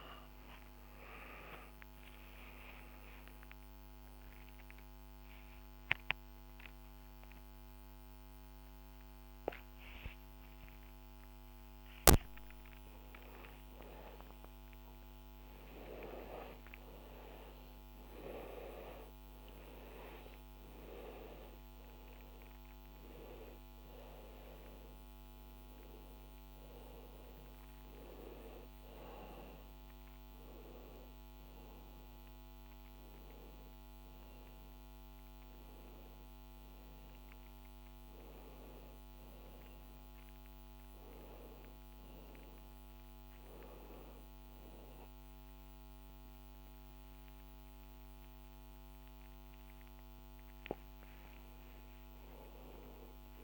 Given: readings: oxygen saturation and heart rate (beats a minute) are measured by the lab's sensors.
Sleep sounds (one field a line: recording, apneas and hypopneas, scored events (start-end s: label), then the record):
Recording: a person awake in a sleep study, by a microphone on the trachea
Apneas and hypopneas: none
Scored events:
22.50-35.50 s: oxygen desaturation (device-marked, oxygen 97% before, 92% lowest, heart rate 114 before, 100 extreme)
From the record:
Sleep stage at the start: awake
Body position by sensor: upright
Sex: male